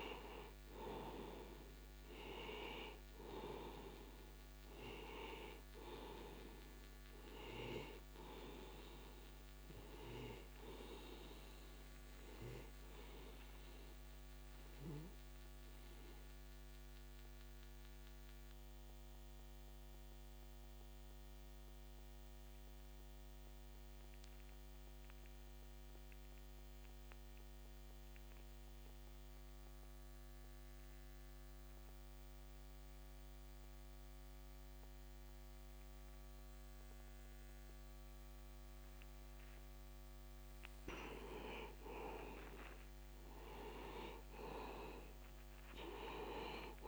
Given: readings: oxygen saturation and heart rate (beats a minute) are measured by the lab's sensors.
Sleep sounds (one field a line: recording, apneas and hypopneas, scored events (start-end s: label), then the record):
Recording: breathing in sleep by a microphone on the trachea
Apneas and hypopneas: 1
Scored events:
0.00-20.50 s: oxygen desaturation (device-marked, oxygen 86% lowest, heart rate 44 extreme)
15.00-41.00 s: mixed apnea (oxygen 94% before, 86% lowest, heart rate 67 before, 44 extreme, up 18 after)
44.50-46.88 s: arousal
From the record:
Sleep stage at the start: N2 (light sleep)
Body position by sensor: on the back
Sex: male